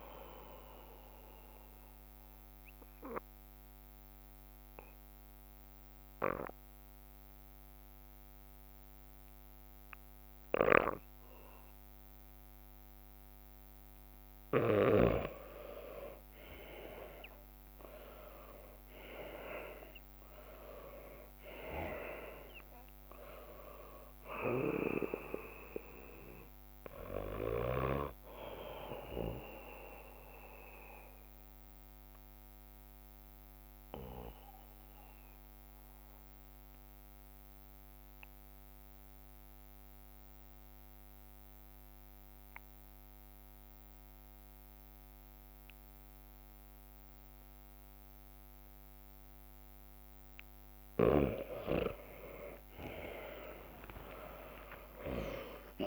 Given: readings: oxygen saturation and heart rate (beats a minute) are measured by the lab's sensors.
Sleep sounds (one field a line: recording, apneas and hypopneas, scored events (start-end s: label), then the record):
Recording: breathing in sleep by a microphone on the trachea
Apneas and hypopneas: 2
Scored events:
0.00-4.00 s: leg movement (device-marked)
0.00-6.00 s: oxygen desaturation (device-marked, oxygen 95% lowest, heart rate 55 extreme)
0.00-16.00 s: bradycardia (device-marked, heart rate 55 extreme)
0.00-18.00 s: drop in pulse transit time (device-marked, heart rate 55 extreme)
1.00-13.50 s: obstructive apnea (oxygen 99% before, 92% lowest, heart rate 60 before, 56 extreme, up 10 after)
6.00-12.50 s: leg movement (device-marked)
13.50-19.50 s: leg movement (device-marked)
16.00-19.50 s: arousal
19.00-37.00 s: oxygen desaturation (device-marked, oxygen 98% before, 93% lowest, heart rate 56 before, 56 extreme)
22.50-29.00 s: leg movement (device-marked)
27.00-51.00 s: bradycardia (device-marked, heart rate 60 before, 56 extreme)
30.50-49.50 s: obstructive apnea (oxygen 99% before, 92% lowest, heart rate 61 before, 54 extreme, up 37 after)
31.00-37.50 s: leg movement (device-marked)
34.00-45.00 s: drop in pulse transit time (device-marked, heart rate 61 before, 56 extreme)
38.00-43.00 s: leg movement (device-marked)
43.50-48.50 s: leg movement (device-marked)
50.00-55.87 s: oxygen desaturation (device-marked, oxygen 99% before, 92% lowest, heart rate 56 before, 52 extreme)
53.00-55.87 s: arousal
53.00-55.87 s: leg movement (device-marked)
From the record:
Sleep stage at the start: N2 (light sleep)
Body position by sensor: on the back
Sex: male